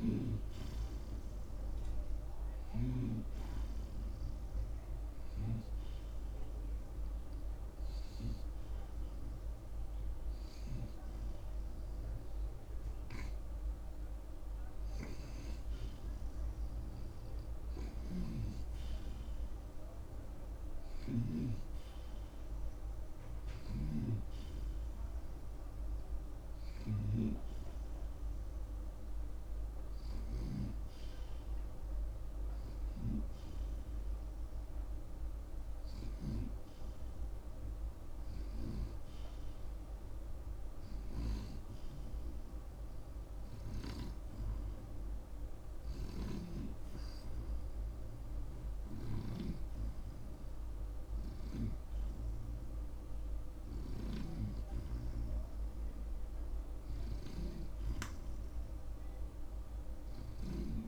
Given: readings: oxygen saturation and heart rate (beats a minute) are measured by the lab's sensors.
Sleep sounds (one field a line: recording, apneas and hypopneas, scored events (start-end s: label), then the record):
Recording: breathing in sleep by a room microphone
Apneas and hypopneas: 1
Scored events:
0.00-2.00 s: arousal
0.00-3.50 s: snoring (device-marked)
3.50-16.50 s: oxygen desaturation (device-marked, oxygen 93% before, 88% lowest)
7.50-17.50 s: hypopnea (oxygen 93% before, 88% lowest)
18.00-31.00 s: snoring (device-marked)
20.50-25.50 s: arousal
27.50-38.50 s: oxygen desaturation (device-marked, oxygen 92% before, 88% lowest)
33.00-36.50 s: snoring (device-marked)
46.00-60.88 s: snoring (device-marked)
From the record:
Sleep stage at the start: N1 (lightest sleep)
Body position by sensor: on the back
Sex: male